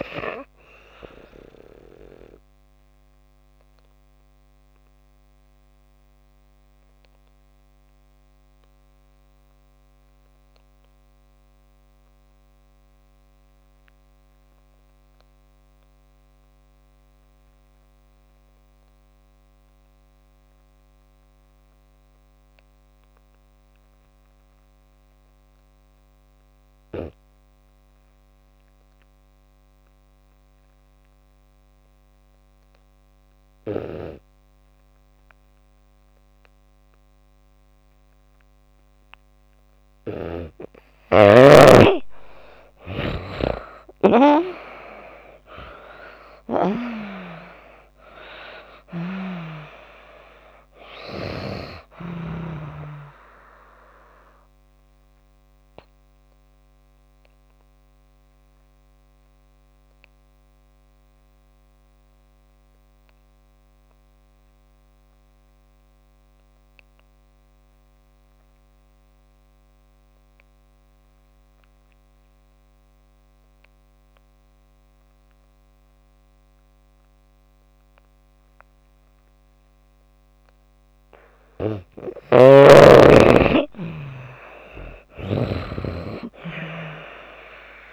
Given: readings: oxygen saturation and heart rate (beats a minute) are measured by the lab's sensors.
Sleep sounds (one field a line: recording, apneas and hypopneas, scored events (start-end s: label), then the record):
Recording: breathing in sleep by a microphone on the trachea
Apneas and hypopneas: 2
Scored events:
1.00-27.00 s: oxygen desaturation (device-marked, oxygen 95% before, 79% lowest)
2.50-38.50 s: obstructive apnea (oxygen 95% before, 76% lowest)
39.00-77.00 s: oxygen desaturation (device-marked, oxygen 96% before, 76% lowest)
41.50-45.00 s: arousal
53.00-81.50 s: obstructive apnea (oxygen 97% before, 76% lowest)
82.00-85.50 s: snoring (device-marked)
83.50-87.00 s: arousal
From the record:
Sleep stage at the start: N2 (light sleep)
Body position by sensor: on the back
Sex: female